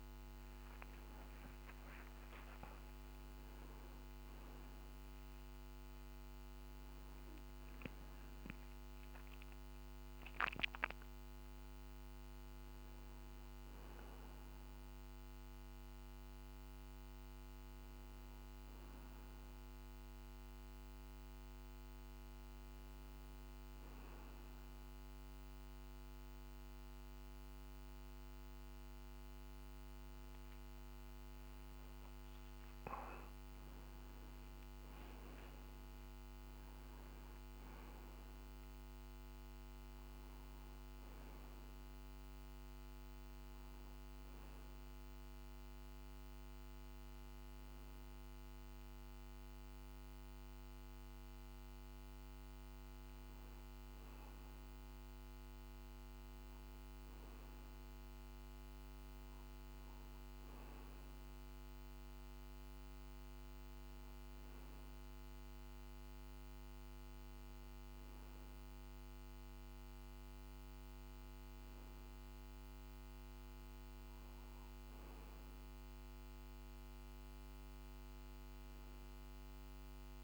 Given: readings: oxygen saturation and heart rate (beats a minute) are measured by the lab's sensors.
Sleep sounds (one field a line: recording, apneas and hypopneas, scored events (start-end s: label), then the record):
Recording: breathing in sleep, hard to hear, by a microphone on the trachea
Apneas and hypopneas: none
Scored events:
30.50-35.00 s: arousal
From the record:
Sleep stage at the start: N1 (lightest sleep)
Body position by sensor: on the right side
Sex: male